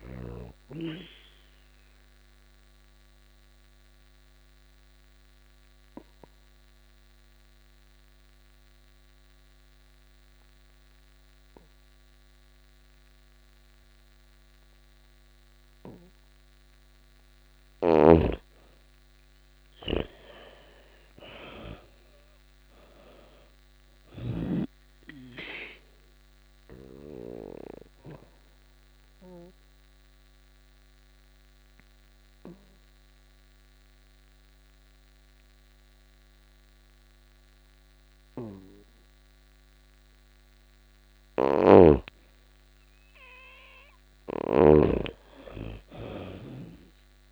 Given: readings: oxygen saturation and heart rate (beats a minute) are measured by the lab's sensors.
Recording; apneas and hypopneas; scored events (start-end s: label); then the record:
breathing in sleep by a microphone on the trachea; 2
0.00-10.50 s: oxygen desaturation (device-marked, oxygen 86% lowest)
0.50-17.00 s: obstructive apnea (oxygen 99% before, 86% lowest)
16.50-37.50 s: oxygen desaturation (device-marked, oxygen 99% before, 86% lowest)
17.00-23.50 s: snoring (device-marked)
18.50-22.00 s: arousal
27.50-41.00 s: obstructive apnea (oxygen 99% before, 83% lowest)
40.50-47.32 s: snoring (device-marked)
43.50-47.32 s: arousal
From the record:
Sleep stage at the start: N2 (light sleep); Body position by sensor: on the back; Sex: female